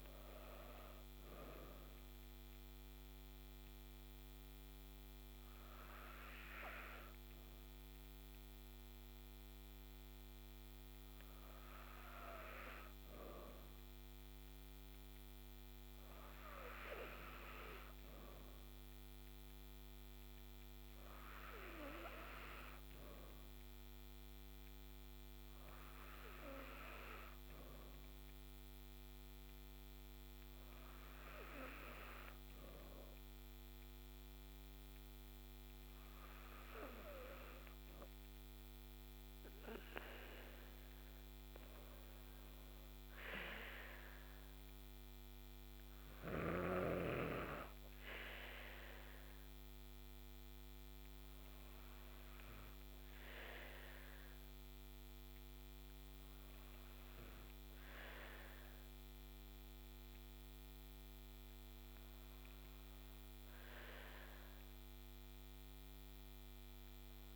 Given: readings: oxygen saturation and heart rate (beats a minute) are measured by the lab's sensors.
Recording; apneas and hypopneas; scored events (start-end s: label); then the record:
breathing in sleep by a microphone on the trachea; none
none scored
From the record:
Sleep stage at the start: N2 (light sleep); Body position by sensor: on the back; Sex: female